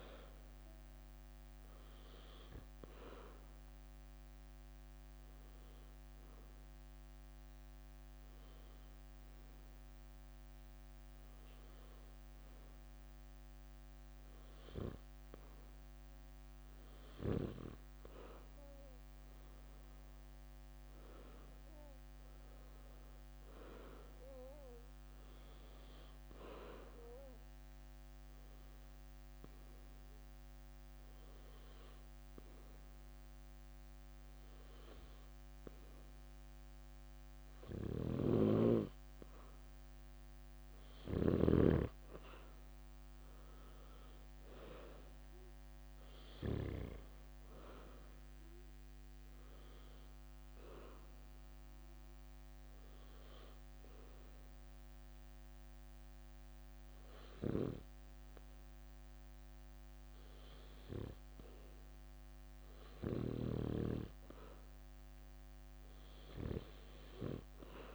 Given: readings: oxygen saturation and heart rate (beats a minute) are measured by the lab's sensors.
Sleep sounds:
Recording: breathing in sleep by a microphone on the trachea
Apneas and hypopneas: 3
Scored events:
0.00-15.50 s: oxygen desaturation (device-marked, oxygen 89% lowest, heart rate 65 extreme)
3.00-15.00 s: obstructive apnea (oxygen 95% before, 89% lowest, heart rate 72 before, 65 extreme, up 10 after)
10.00-11.50 s: leg movement (device-marked)
19.00-22.50 s: arousal
24.50-39.50 s: oxygen desaturation (device-marked, oxygen 95% before, 91% lowest, heart rate 69 before, 64 extreme)
26.00-37.50 s: obstructive apnea (oxygen 95% before, 89% lowest, heart rate 69 before, 64 extreme, up 7 after)
38.00-41.50 s: arousal
49.50-66.50 s: oxygen desaturation (device-marked, oxygen 95% before, 90% lowest, heart rate 71 before, 64 extreme)
50.00-62.50 s: hypopnea (oxygen 95% before, 89% lowest, heart rate 71 before, 64 extreme, up 8 after)
66.50-67.95 s: arousal
From the record:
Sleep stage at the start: N2 (light sleep)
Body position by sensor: on the back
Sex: female

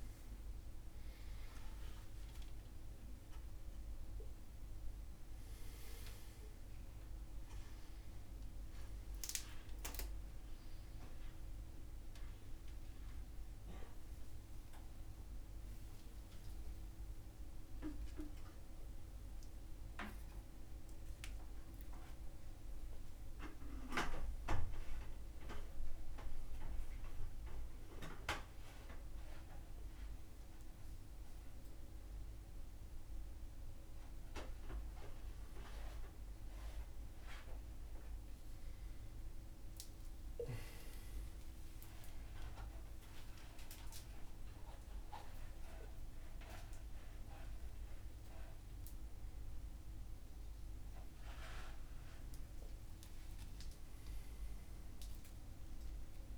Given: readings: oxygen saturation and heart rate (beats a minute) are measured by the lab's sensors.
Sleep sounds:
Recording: a person awake in a sleep study, by a room microphone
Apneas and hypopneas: none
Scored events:
none scored
From the record:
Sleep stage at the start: awake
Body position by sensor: on the front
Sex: male

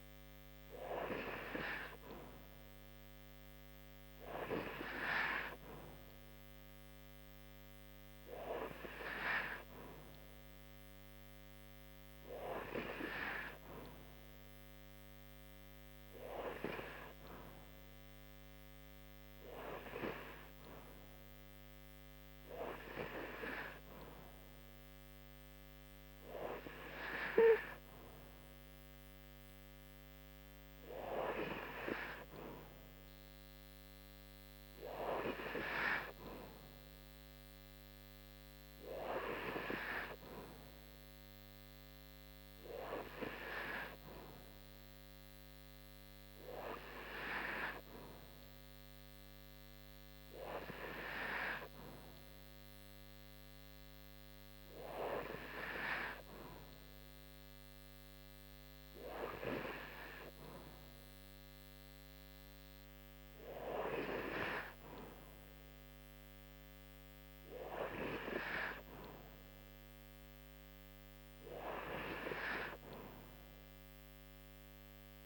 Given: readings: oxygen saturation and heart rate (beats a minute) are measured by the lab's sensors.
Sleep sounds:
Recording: breathing in sleep by a microphone on the trachea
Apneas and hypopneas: none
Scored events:
none scored
From the record:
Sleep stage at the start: N2 (light sleep)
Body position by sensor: on the right side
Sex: female

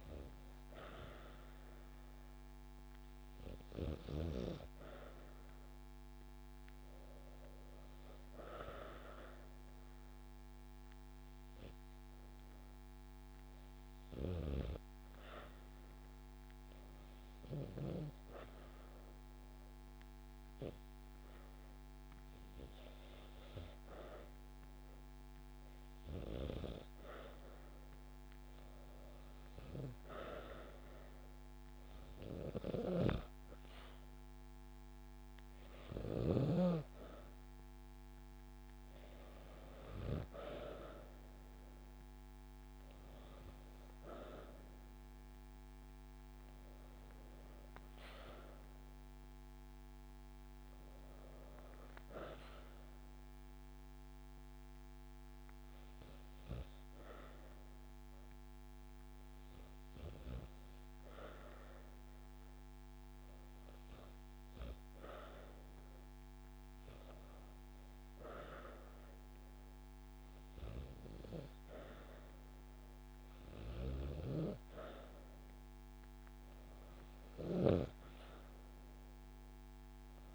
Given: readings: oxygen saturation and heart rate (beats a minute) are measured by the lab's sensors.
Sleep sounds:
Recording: breathing in sleep by a microphone on the trachea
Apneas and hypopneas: 2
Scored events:
0.00-1.00 s: oxygen desaturation (device-marked, oxygen 92% lowest)
8.00-10.00 s: long interval between heartbeats (device-marked)
9.50-28.00 s: hypopnea (oxygen 97% before, 93% lowest)
30.50-34.00 s: arousal
31.00-54.00 s: oxygen desaturation (device-marked, oxygen 96% before, 93% lowest)
52.50-65.00 s: hypopnea (oxygen 96% before, 92% lowest)
67.50-71.50 s: arousal
From the record:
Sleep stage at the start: REM sleep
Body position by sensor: on the back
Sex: female

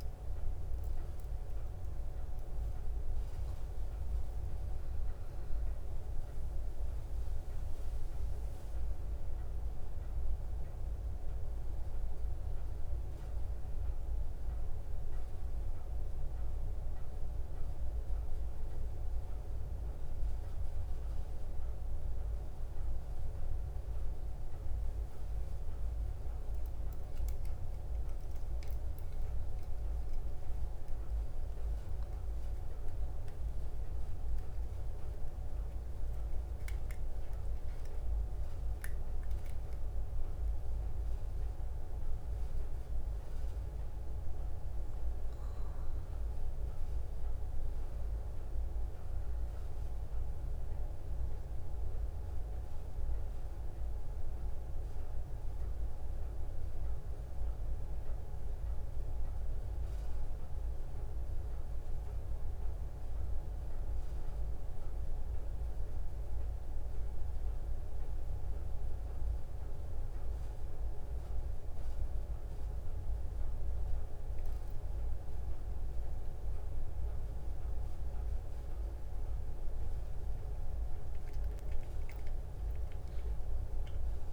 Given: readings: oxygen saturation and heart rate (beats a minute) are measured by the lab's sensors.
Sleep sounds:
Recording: a person awake in a sleep study, hard to hear, by a room microphone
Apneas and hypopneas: none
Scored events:
none scored
From the record:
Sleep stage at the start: awake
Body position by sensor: on the back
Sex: female

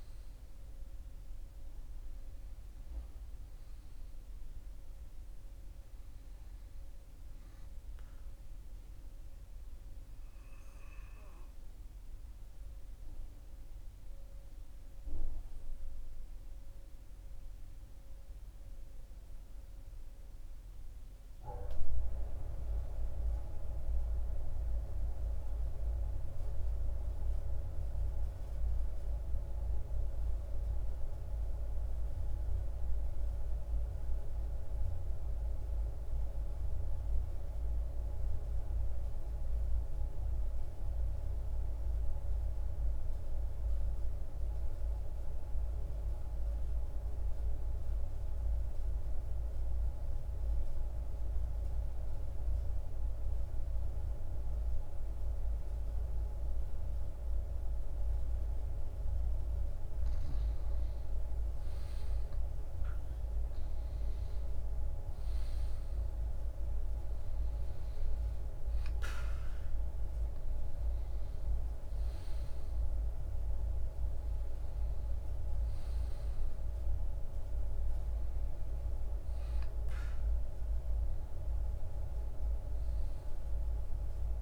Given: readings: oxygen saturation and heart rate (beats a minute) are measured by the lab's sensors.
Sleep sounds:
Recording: breathing in sleep by a room microphone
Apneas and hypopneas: 1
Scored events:
0.00-14.50 s: oxygen desaturation (device-marked, oxygen 90% lowest, heart rate 41 extreme)
8.00-60.00 s: obstructive apnea (oxygen 96% before, 89% lowest, heart rate 45 before, 41 extreme, up 3 after)
45.50-84.42 s: oxygen desaturation (device-marked, oxygen 98% before, 89% lowest, heart rate 42 before, 41 extreme)
62.00-67.00 s: arousal
From the record:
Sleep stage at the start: N2 (light sleep)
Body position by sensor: on the right side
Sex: male

